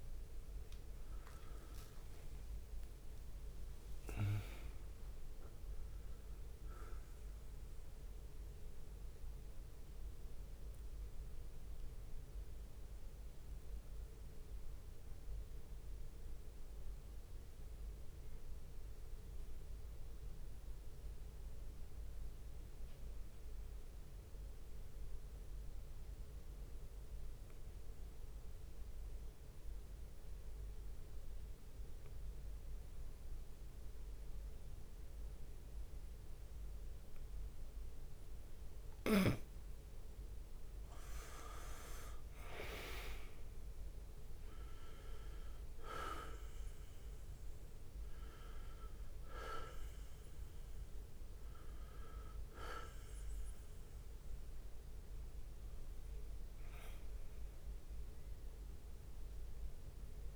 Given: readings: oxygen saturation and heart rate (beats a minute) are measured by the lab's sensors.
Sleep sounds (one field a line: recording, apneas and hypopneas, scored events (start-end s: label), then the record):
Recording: breathing in sleep by a room microphone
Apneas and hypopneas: 1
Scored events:
0.00-17.00 s: oxygen desaturation (device-marked, oxygen 92% lowest)
0.00-34.00 s: bradycardia (device-marked)
1.50-9.00 s: leg movement (device-marked)
3.00-5.00 s: long interval between heartbeats (device-marked)
9.00-11.00 s: long interval between heartbeats (device-marked)
11.00-39.00 s: obstructive apnea (oxygen 97% before, 93% lowest)
29.50-30.50 s: leg movement (device-marked)
34.50-36.00 s: leg movement (device-marked)
39.00-60.36 s: oxygen desaturation (device-marked, oxygen 99% before, 93% lowest)
42.00-47.50 s: arousal
From the record:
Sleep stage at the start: N2 (light sleep)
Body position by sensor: on the back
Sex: male